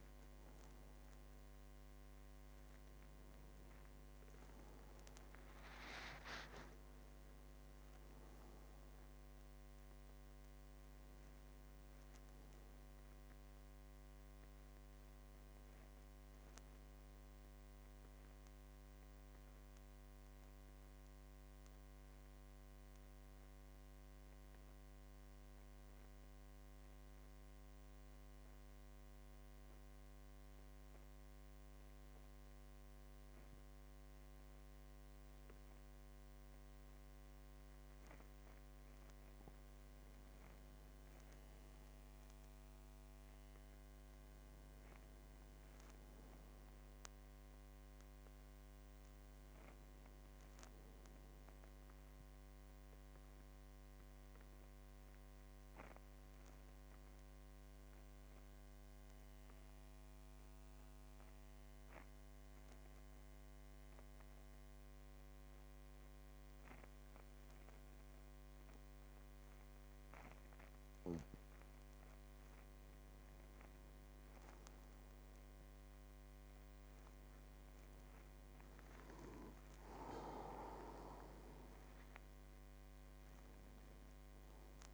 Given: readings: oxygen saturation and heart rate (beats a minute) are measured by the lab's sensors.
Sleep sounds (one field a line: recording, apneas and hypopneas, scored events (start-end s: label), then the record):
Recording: breathing in sleep, hard to hear, by a microphone on the trachea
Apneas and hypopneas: 2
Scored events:
0.00-25.00 s: oxygen desaturation (device-marked, oxygen 91% lowest, heart rate 46 extreme)
2.50-6.00 s: arousal
16.50-38.50 s: central apnea (oxygen 98% before, 91% lowest, heart rate 57 before, 46 extreme, up 5 after)
40.50-43.50 s: arousal
42.00-62.00 s: oxygen desaturation (device-marked, oxygen 98% before, 92% lowest, heart rate 49 before, 48 extreme)
54.00-71.00 s: mixed apnea (oxygen 99% before, 90% lowest, heart rate 51 before, 48 extreme, up 4 after)
72.00-76.50 s: arousal
75.00-84.94 s: oxygen desaturation (device-marked, oxygen 97% before, 92% lowest, heart rate 50 before, 47 extreme)
From the record:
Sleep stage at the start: N2 (light sleep)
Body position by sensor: on the back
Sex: male